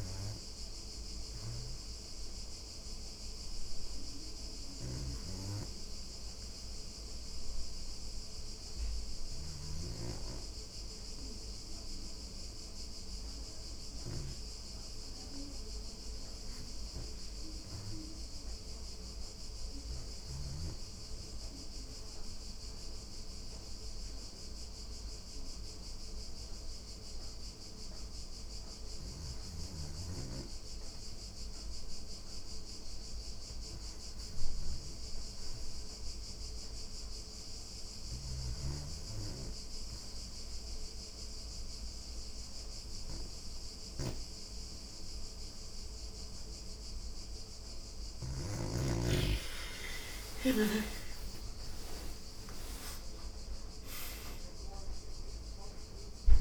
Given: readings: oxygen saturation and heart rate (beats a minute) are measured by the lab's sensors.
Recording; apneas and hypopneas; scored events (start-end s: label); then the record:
breathing in sleep by a room microphone; 2
2.00-12.00 s: oxygen desaturation (device-marked, oxygen 88% before, 82% lowest, heart rate 78 before, 44 extreme)
3.50-14.50 s: obstructive apnea (oxygen 88% before, 75% lowest, heart rate 78 before, 44 extreme, up 50 after)
3.50-19.50 s: snoring (device-marked)
15.50-18.50 s: arousal
20.00-28.00 s: oxygen desaturation (device-marked, oxygen 88% before, 79% lowest, heart rate 137 before, 34 extreme)
21.00-32.50 s: hypopnea (oxygen 88% before, 75% lowest, heart rate 138 before, 34 extreme)
34.00-46.00 s: oxygen desaturation (device-marked, oxygen 85% before, 77% lowest, heart rate 128 before, 34 extreme)
34.50-38.50 s: arousal
From the record:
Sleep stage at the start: REM sleep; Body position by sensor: on the back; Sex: female